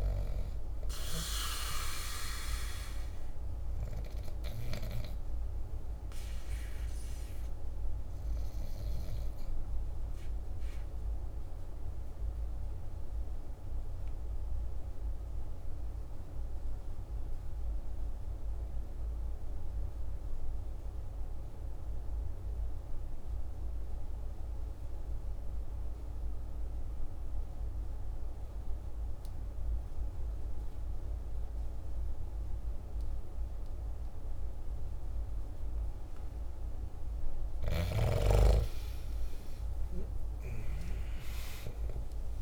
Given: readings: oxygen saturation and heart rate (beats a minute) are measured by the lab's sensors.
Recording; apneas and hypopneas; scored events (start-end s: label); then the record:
breathing in sleep by a room microphone; 1
0.00-16.00 s: oxygen desaturation (device-marked, oxygen 87% lowest, heart rate 49 extreme)
10.50-36.00 s: mixed apnea (oxygen 96% before, 87% lowest, heart rate 56 before, 49 extreme, up 10 after)
36.00-42.42 s: oxygen desaturation (device-marked, oxygen 98% before, 89% lowest, heart rate 50 before, 49 extreme)
38.00-42.42 s: arousal
From the record:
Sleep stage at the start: N2 (light sleep); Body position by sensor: on the back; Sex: male